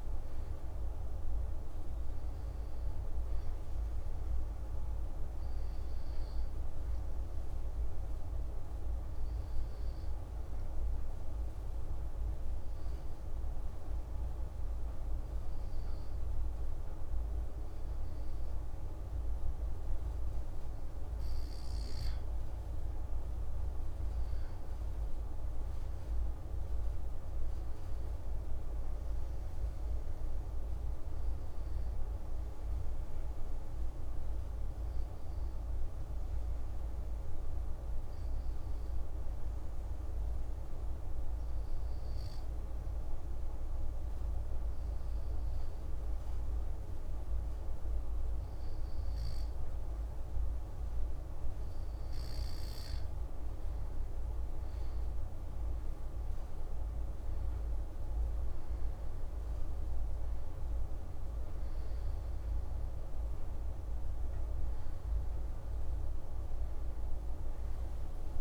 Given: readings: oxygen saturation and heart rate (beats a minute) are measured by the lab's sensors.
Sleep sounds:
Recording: breathing in sleep, hard to hear, by a room microphone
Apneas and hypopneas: 2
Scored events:
7.00-20.50 s: obstructive apnea (oxygen 97% before, 94% lowest)
22.50-27.50 s: arousal
34.50-53.00 s: hypopnea (oxygen 97% before, 93% lowest)
From the record:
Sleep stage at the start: N2 (light sleep)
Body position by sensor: on the back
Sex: male

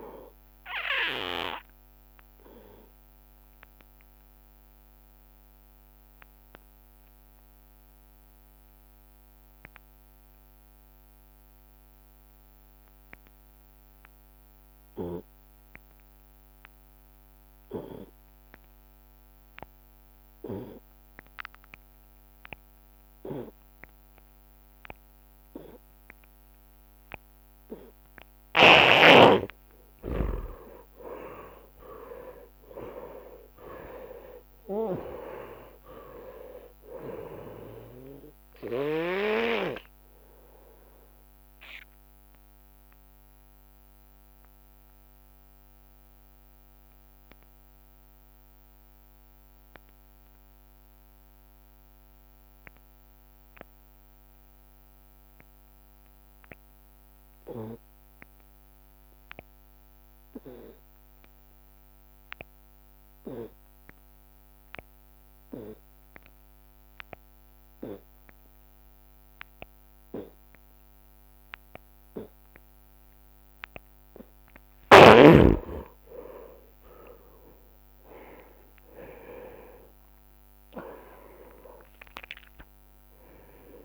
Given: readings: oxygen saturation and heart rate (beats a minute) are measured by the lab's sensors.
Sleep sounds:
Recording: breathing in sleep by a microphone on the trachea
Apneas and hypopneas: 2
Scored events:
3.00-27.50 s: obstructive apnea (oxygen 98% before, 84% lowest)
16.00-21.00 s: oxygen desaturation (device-marked, oxygen 94% before, 90% lowest)
30.00-35.00 s: arousal
37.00-59.00 s: oxygen desaturation (device-marked, oxygen 98% before, 84% lowest)
41.00-73.50 s: obstructive apnea (oxygen 98% before, 84% lowest)
72.00-83.85 s: new sleep stage, N1 (lightest sleep)
77.50-83.00 s: arousal
From the record:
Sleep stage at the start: N2 (light sleep)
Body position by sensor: on the right side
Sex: male

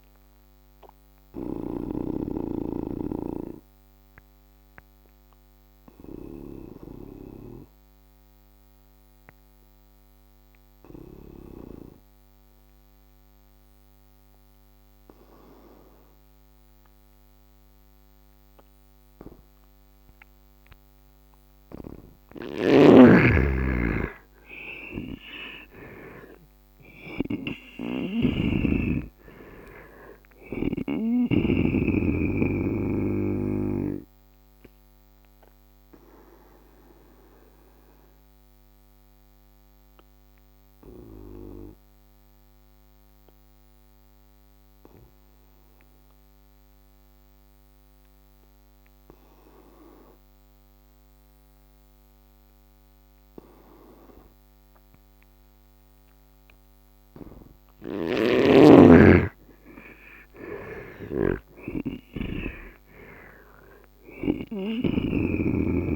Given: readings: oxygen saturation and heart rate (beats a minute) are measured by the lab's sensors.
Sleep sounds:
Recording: breathing in sleep by a microphone on the trachea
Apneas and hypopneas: 2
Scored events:
0.00-1.50 s: snoring (device-marked)
0.00-14.50 s: oxygen desaturation (device-marked, oxygen 88% lowest, heart rate 73 extreme)
3.50-21.00 s: obstructive apnea (oxygen 100% before, 81% lowest, heart rate 74 before, 71 extreme, up 11 after)
20.50-47.50 s: oxygen desaturation (device-marked, oxygen 98% before, 81% lowest, heart rate 75 before, 62 extreme)
22.00-28.00 s: snoring (device-marked)
22.50-26.00 s: arousal
34.50-56.50 s: obstructive apnea (oxygen 98% before, 81% lowest, heart rate 78 before, 62 extreme, up 24 after)
46.50-48.50 s: long interval between heartbeats (device-marked, heart rate 77 before, 72 extreme)
58.50-65.96 s: oxygen desaturation (device-marked, oxygen 100% before, 81% lowest, heart rate 69 before, 69 extreme)
59.50-64.00 s: arousal
60.50-64.50 s: snoring (device-marked)
From the record:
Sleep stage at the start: N2 (light sleep)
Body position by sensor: on the right side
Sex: male

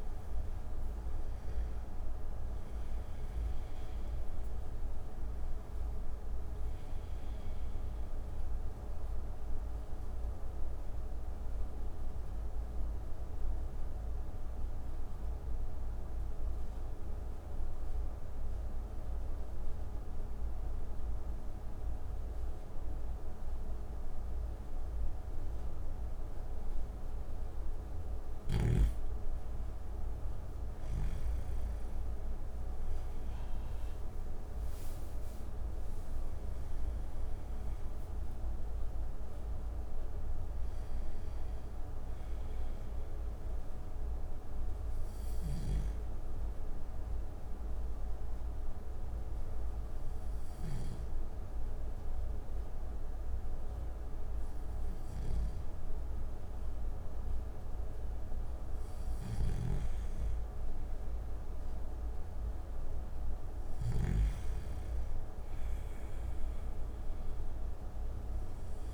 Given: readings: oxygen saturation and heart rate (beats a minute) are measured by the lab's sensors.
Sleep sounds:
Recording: breathing in sleep, hard to hear, by a room microphone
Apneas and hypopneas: 2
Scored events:
1.50-25.50 s: oxygen desaturation (device-marked, oxygen 97% before, 93% lowest)
8.00-28.00 s: mixed apnea (oxygen 97% before, 92% lowest)
32.00-37.00 s: arousal
46.00-58.50 s: obstructive apnea (oxygen 98% before, 92% lowest)
50.50-63.50 s: oxygen desaturation (device-marked, oxygen 95% before, 92% lowest)
58.50-63.50 s: snoring (device-marked)
63.50-67.50 s: arousal
From the record:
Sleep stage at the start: N2 (light sleep)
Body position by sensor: on the back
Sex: male

